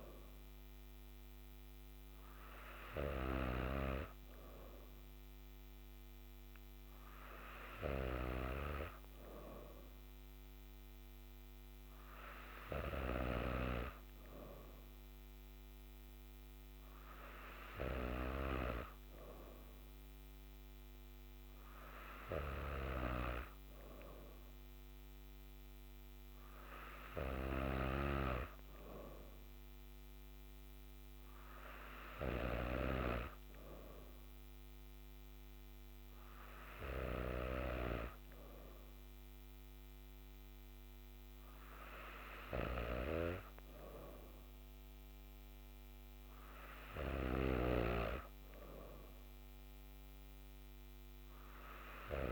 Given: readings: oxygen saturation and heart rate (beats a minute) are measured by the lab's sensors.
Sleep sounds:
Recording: breathing in sleep by a microphone on the trachea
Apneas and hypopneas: none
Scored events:
none scored
From the record:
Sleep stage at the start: N3 (deep sleep)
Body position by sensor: on the back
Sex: female

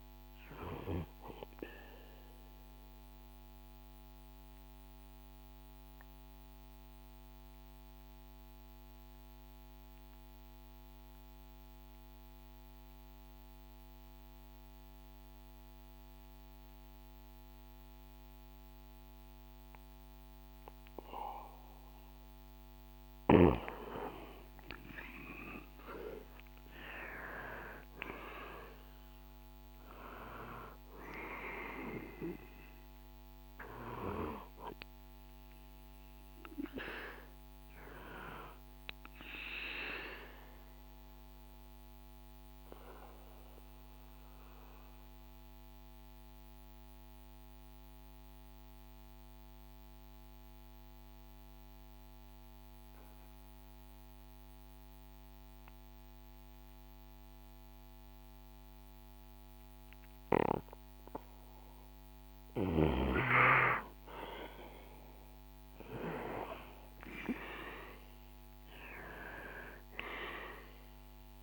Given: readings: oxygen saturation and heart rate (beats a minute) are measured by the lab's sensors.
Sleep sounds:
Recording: breathing in sleep by a microphone on the trachea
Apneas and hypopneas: 2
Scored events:
0.00-14.00 s: oxygen desaturation (device-marked, oxygen 93% lowest, heart rate 61 extreme)
1.50-23.50 s: mixed apnea (oxygen 98% before, 93% lowest, heart rate 67 before, 61 extreme, up 9 after)
26.00-29.50 s: arousal
39.00-63.50 s: obstructive apnea (oxygen 98% before, 92% lowest, heart rate 67 before, 63 extreme, up 4 after)
63.00-71.43 s: oxygen desaturation (device-marked, oxygen 98% before, 92% lowest, heart rate 65 before, 63 extreme)
65.50-70.50 s: arousal
From the record:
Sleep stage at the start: N2 (light sleep)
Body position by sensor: on the back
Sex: male

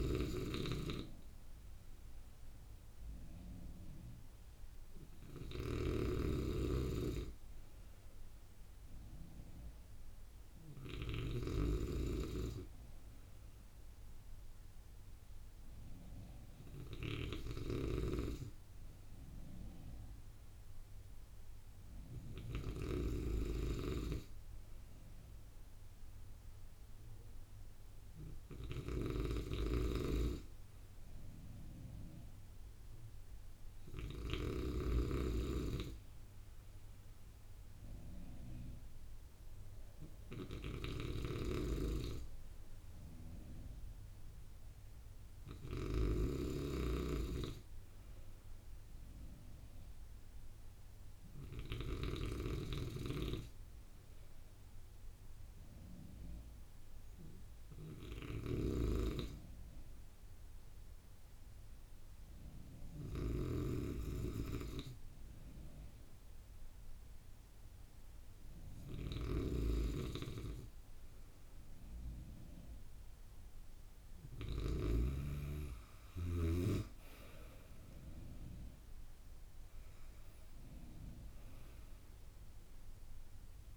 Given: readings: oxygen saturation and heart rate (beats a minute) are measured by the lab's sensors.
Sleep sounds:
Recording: breathing in sleep by a room microphone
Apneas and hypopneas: none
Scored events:
5.50-34.50 s: snoring (device-marked)
41.00-52.00 s: snoring (device-marked)
58.00-75.00 s: snoring (device-marked)
From the record:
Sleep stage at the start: N2 (light sleep)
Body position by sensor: on the right side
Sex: male

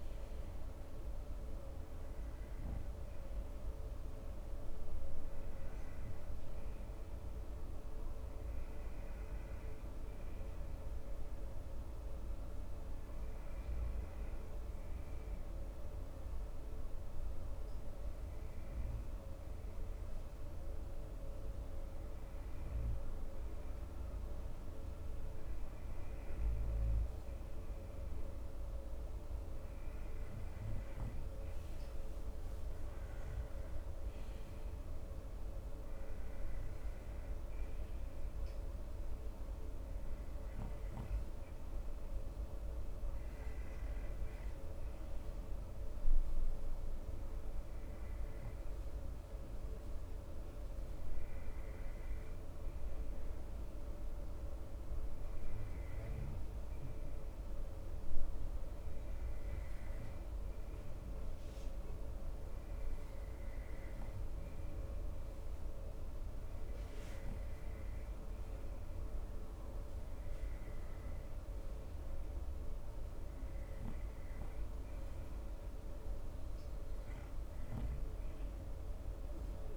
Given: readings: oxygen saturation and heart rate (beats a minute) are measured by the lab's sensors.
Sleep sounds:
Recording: breathing in sleep, hard to hear, by a room microphone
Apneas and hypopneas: 1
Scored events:
13.00-24.00 s: hypopnea (oxygen 93% before, 92% lowest, heart rate 71 before, 64 extreme, up 4 after)
27.00-30.50 s: arousal
39.00-47.00 s: oxygen desaturation (device-marked, oxygen 96% before, 92% lowest, heart rate 67 before, 64 extreme)
From the record:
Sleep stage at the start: N2 (light sleep)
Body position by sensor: on the front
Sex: male

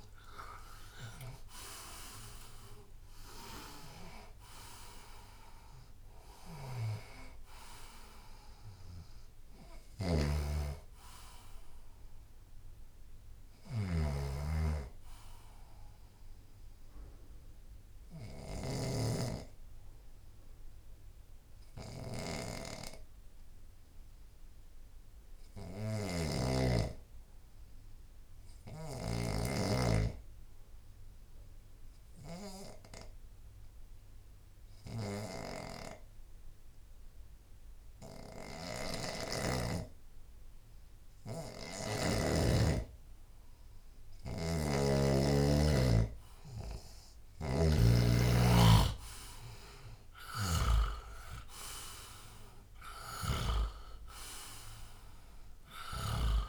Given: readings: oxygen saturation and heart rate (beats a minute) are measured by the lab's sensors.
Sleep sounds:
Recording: breathing in sleep by a room microphone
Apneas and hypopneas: 1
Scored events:
0.00-2.50 s: bradycardia (device-marked, heart rate 51 extreme)
0.00-10.50 s: oxygen desaturation (device-marked, oxygen 90% lowest, heart rate 51 extreme)
9.50-19.00 s: snoring (device-marked)
12.50-25.50 s: oxygen desaturation (device-marked, oxygen 96% before, 89% lowest, heart rate 66 before, 68 extreme)
18.50-42.50 s: hypopnea (oxygen 96% before, 89% lowest, heart rate 72 before, 67 extreme, up 5 after)
44.00-56.49 s: snoring (device-marked)
47.50-56.49 s: oxygen desaturation (device-marked, oxygen 97% before, 89% lowest, heart rate 77 before, 67 extreme)
50.00-54.00 s: arousal
From the record:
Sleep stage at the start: N2 (light sleep)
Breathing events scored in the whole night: 271 in 4.0 hours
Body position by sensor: on the left side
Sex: male

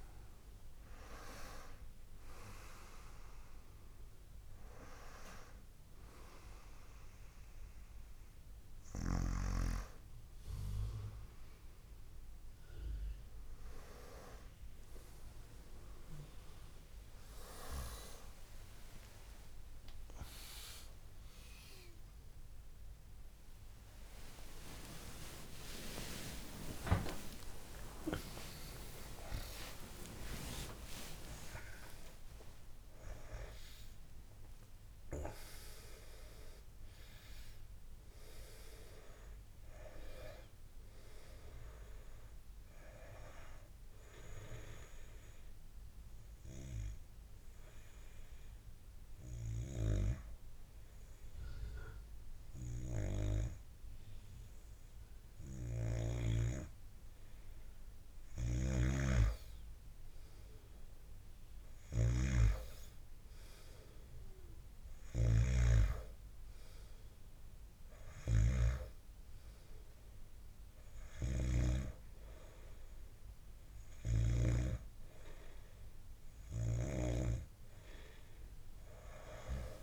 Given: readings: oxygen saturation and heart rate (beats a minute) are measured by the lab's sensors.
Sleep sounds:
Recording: a person awake in a sleep study, by a room microphone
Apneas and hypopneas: 1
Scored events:
17.50-33.50 s: tachycardia (device-marked)
42.50-79.83 s: new sleep stage, N2 (light sleep)
46.00-58.00 s: hypopnea (oxygen 99% before, 93% lowest, heart rate 115 before, 55 extreme, up 8 after)
58.50-72.00 s: snoring (device-marked)
61.00-64.00 s: arousal
63.50-79.83 s: oxygen desaturation (device-marked, oxygen 99% before, 95% lowest, heart rate 60 before, 61 extreme)
From the record:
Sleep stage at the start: awake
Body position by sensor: on the back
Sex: male

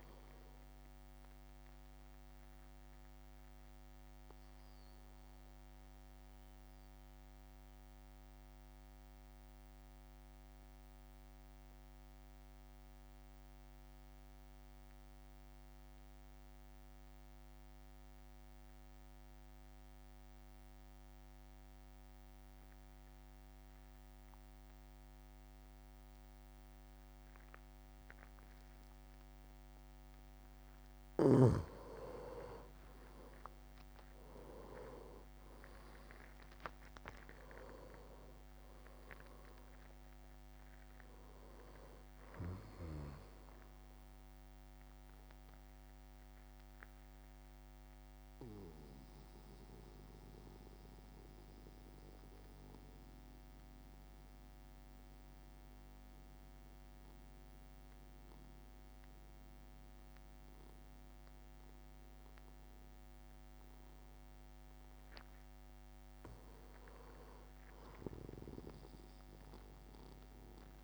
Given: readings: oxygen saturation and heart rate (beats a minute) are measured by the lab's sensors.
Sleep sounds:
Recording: breathing in sleep by a microphone on the trachea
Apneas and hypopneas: 2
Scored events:
0.00-2.50 s: drop in pulse transit time (device-marked, heart rate 52 extreme)
2.50-30.00 s: mixed apnea (oxygen 100% before, 92% lowest, heart rate 55 before, 49 extreme, up 5 after)
10.50-17.50 s: oxygen desaturation (device-marked, oxygen 95% before, 92% lowest, heart rate 54 before, 54 extreme)
31.50-60.50 s: oxygen desaturation (device-marked, oxygen 100% before, 93% lowest, heart rate 55 before, 49 extreme)
32.00-37.00 s: arousal
32.50-36.00 s: leg movement (device-marked)
33.50-46.50 s: drop in pulse transit time (device-marked, heart rate 55 before, 52 extreme)
45.00-64.50 s: central apnea (oxygen 100% before, 92% lowest, heart rate 57 before, 49 extreme, up 4 after)
66.00-69.00 s: arousal
From the record:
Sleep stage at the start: N2 (light sleep)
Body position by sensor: on the back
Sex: male

